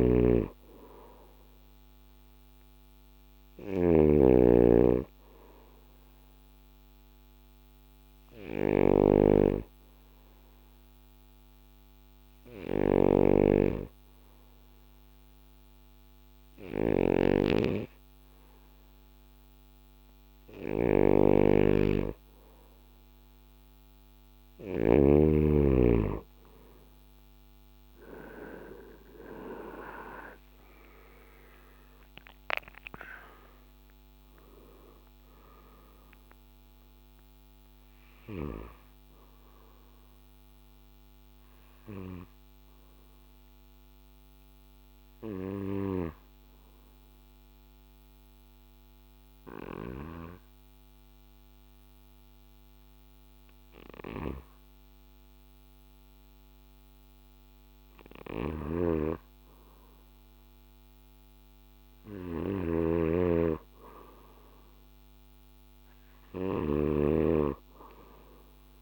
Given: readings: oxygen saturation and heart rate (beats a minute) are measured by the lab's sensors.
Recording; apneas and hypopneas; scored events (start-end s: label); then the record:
breathing in sleep by a microphone on the trachea; 2
0.00-4.00 s: snoring (device-marked)
3.00-7.00 s: arousal
10.00-22.50 s: obstructive apnea (oxygen 92% before, 89% lowest, heart rate 61 before, 57 extreme, up 7 after)
12.50-17.00 s: snoring (device-marked)
28.50-33.50 s: arousal
41.00-57.50 s: obstructive apnea (oxygen 94% before, 91% lowest, heart rate 65 before, 56 extreme, up 2 after)
58.00-68.82 s: snoring (device-marked)
59.50-63.50 s: arousal
From the record:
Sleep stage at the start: N2 (light sleep); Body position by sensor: on the back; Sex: male